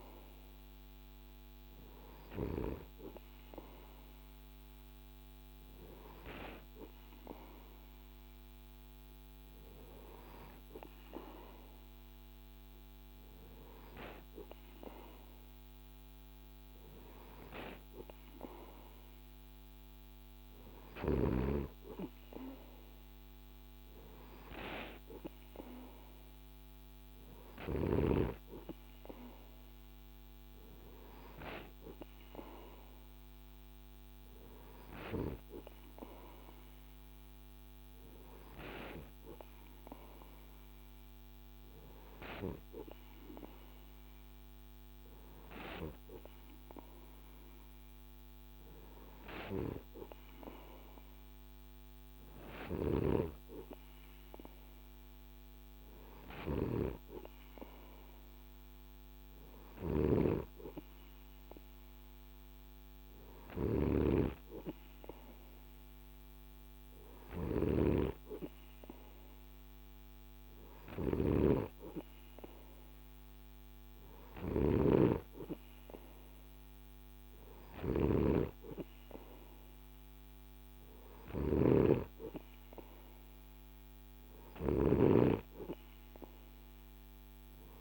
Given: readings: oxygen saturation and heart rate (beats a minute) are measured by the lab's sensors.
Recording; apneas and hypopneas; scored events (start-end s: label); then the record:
breathing in sleep by a microphone on the trachea; none
59.00-67.00 s: snoring (device-marked)
73.50-84.00 s: snoring (device-marked)
From the record:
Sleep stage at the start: N2 (light sleep); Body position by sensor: on the right side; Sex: male